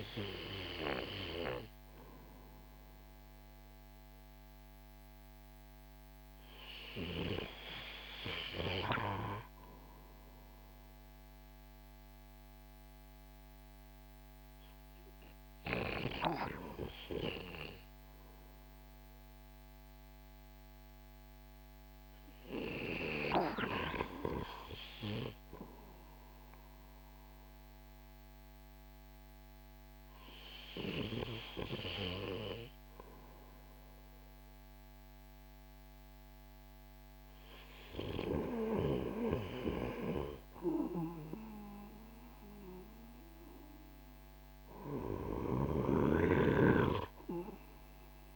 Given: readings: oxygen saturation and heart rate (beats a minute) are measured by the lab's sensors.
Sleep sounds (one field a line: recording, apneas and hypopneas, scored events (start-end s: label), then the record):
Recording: breathing in sleep by a microphone on the trachea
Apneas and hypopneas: none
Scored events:
40.50-48.36 s: new sleep stage, N2 (light sleep)
From the record:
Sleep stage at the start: REM sleep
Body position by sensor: on the right side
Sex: male